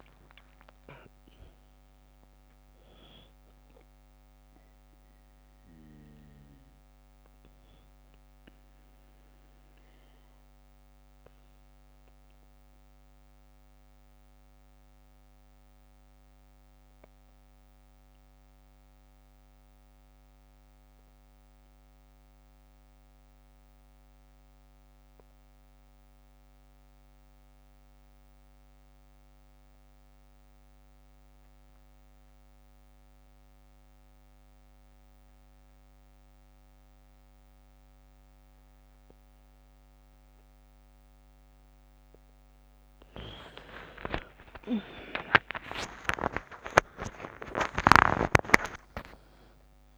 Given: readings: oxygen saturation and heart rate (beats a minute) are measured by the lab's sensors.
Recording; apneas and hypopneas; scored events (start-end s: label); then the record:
breathing in sleep by a microphone on the trachea; 1
0.00-19.00 s: oxygen desaturation (device-marked, oxygen 88% lowest, heart rate 47 extreme)
8.50-40.50 s: obstructive apnea (oxygen 99% before, 86% lowest, heart rate 59 before, 47 extreme, up 7 after)
37.00-49.98 s: oxygen desaturation (device-marked, oxygen 100% before, 86% lowest, heart rate 52 before, 47 extreme)
43.50-47.50 s: snoring (device-marked)
43.50-48.50 s: arousal
From the record:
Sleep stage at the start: N2 (light sleep); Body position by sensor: on the back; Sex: female